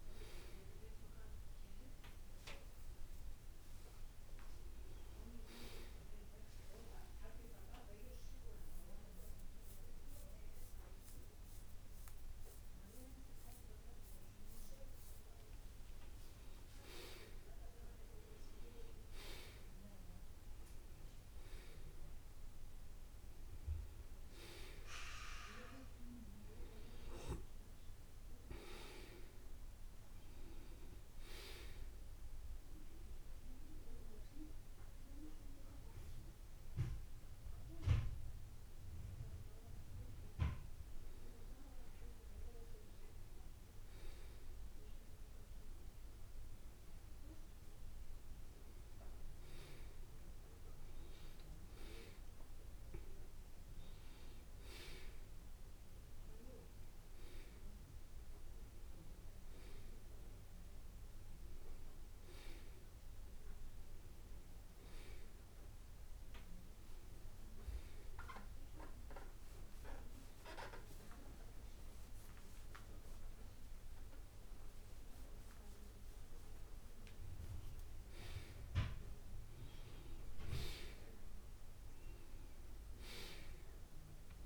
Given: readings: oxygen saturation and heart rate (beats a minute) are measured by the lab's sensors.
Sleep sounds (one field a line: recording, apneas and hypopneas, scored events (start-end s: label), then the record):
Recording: a person partly awake in a sleep study, by a room microphone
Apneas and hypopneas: 2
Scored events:
4.50-34.50 s: new sleep stage, N1 (lightest sleep)
5.50-7.50 s: long interval between heartbeats (device-marked, heart rate 81 before, 83 extreme)
15.00-17.00 s: long interval between heartbeats (device-marked, heart rate 84 before, 101 extreme)
32.50-42.50 s: hypopnea (oxygen 94% before, 90% lowest, heart rate 91 before, 72 extreme, up 2 after)
34.50-84.46 s: new sleep stage, N2 (light sleep)
45.50-50.00 s: arousal
58.00-60.00 s: long interval between heartbeats (device-marked, heart rate 75 before, 79 extreme)
68.00-78.00 s: central apnea (oxygen 94% before, 90% lowest, heart rate 76 before, 73 extreme, up 31 after)
81.00-83.00 s: long interval between heartbeats (device-marked, heart rate 76 before, 102 extreme)
From the record:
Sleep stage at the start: awake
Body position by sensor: on the back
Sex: male